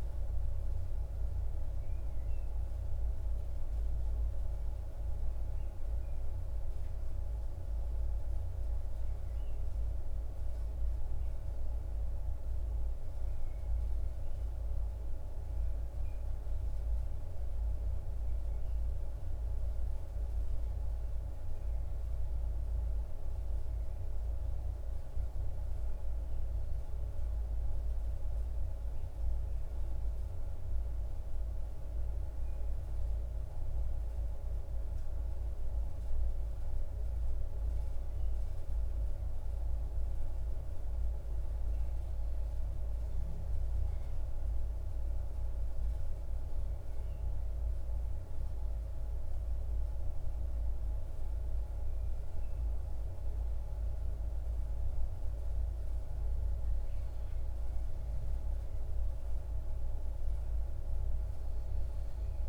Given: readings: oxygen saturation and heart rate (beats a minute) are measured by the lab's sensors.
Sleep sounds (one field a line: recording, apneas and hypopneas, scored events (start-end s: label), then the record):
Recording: breathing in sleep, hard to hear, by a room microphone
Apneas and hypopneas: none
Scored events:
none scored
From the record:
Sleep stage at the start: N2 (light sleep)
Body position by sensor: on the back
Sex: male